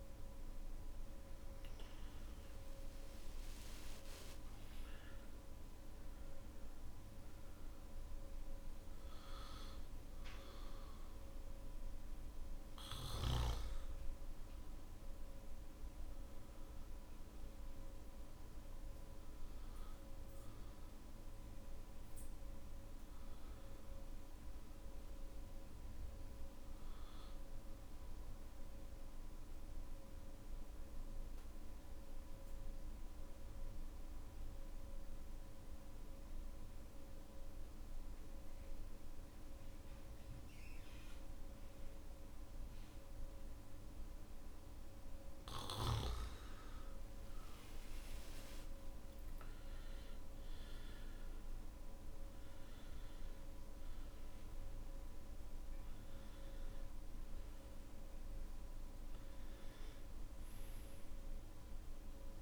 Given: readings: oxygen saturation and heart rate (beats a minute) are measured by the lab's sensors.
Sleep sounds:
breathing in sleep, hard to hear, by a room microphone; 1
28.50-45.50 s: obstructive apnea (oxygen 97% before, 90% lowest, heart rate 57 before, 53 extreme, up 14 after)
48.00-62.42 s: oxygen desaturation (device-marked, oxygen 97% before, 90% lowest, heart rate 57 before, 53 extreme)
From the record:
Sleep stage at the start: N3 (deep sleep); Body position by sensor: on the back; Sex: male

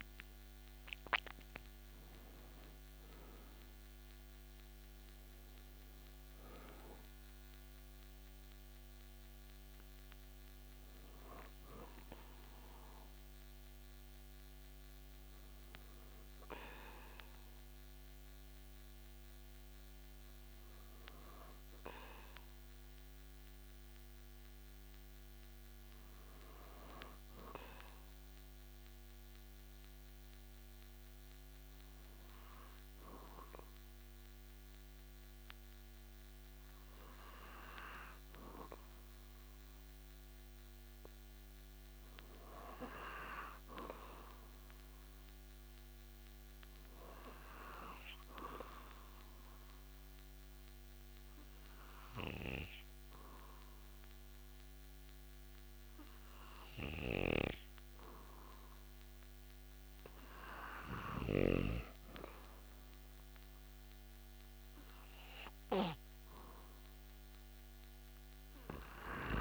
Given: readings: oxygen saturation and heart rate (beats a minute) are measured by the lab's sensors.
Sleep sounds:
breathing in sleep by a microphone on the trachea; 1
27.00-40.50 s: obstructive apnea (oxygen 98% before, 94% lowest)
43.00-46.50 s: arousal
From the record:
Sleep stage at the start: N2 (light sleep); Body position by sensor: on the back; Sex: male

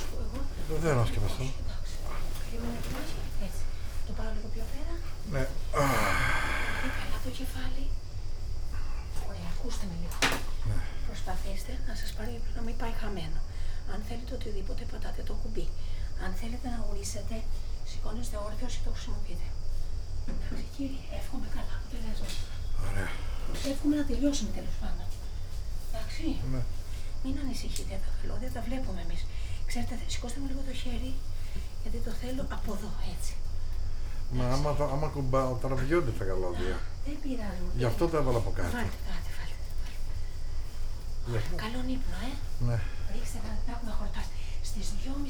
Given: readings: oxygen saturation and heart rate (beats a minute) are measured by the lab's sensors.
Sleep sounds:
a person awake in a sleep study, by a room microphone; none
1.50-7.00 s: snoring (device-marked)
11.50-13.50 s: long interval between heartbeats (device-marked, heart rate 49 before, 36 extreme)
21.00-36.00 s: tachycardia (device-marked, heart rate 64 before, 146 extreme)
25.00-27.00 s: long interval between heartbeats (device-marked, heart rate 73 before, 129 extreme)
30.00-32.00 s: long interval between heartbeats (device-marked, heart rate 96 before, 138 extreme)
32.00-34.00 s: long interval between heartbeats (device-marked, heart rate 107 before, 130 extreme)
37.50-42.50 s: snoring (device-marked)
From the record:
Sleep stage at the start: awake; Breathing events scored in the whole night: 193 in 2.7 hours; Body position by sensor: on the back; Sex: male

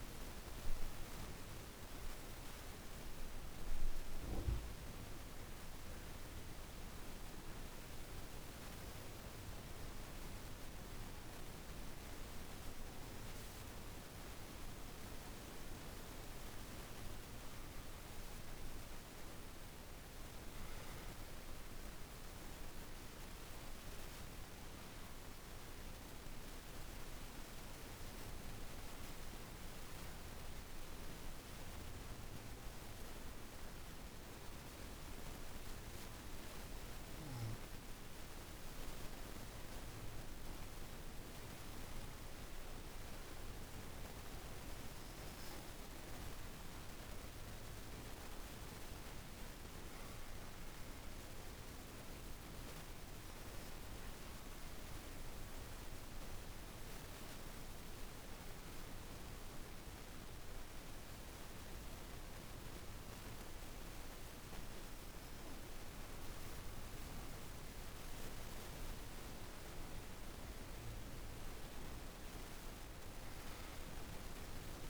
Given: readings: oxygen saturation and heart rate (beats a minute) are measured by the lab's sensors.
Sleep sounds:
breathing in sleep, hard to hear, by a room microphone; 3
0.50-14.00 s: obstructive apnea (oxygen 99% before, 88% lowest, heart rate 54 before, 50 extreme, up 4 after)
14.50-38.50 s: oxygen desaturation (device-marked, oxygen 96% before, 88% lowest, heart rate 54 before, 50 extreme)
16.00-19.50 s: arousal
22.50-37.00 s: obstructive apnea (oxygen 99% before, 86% lowest, heart rate 54 before, 50 extreme, up 6 after)
40.50-45.00 s: arousal
45.50-60.50 s: oxygen desaturation (device-marked, oxygen 97% before, 90% lowest, heart rate 52 before, 52 extreme)
51.50-66.00 s: obstructive apnea (oxygen 97% before, 86% lowest, heart rate 53 before, 53 extreme, up 5 after)
67.50-72.00 s: arousal
67.50-74.90 s: oxygen desaturation (device-marked, oxygen 96% before, 86% lowest, heart rate 53 before, 52 extreme)
From the record:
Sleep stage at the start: N2 (light sleep); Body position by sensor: on the back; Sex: female

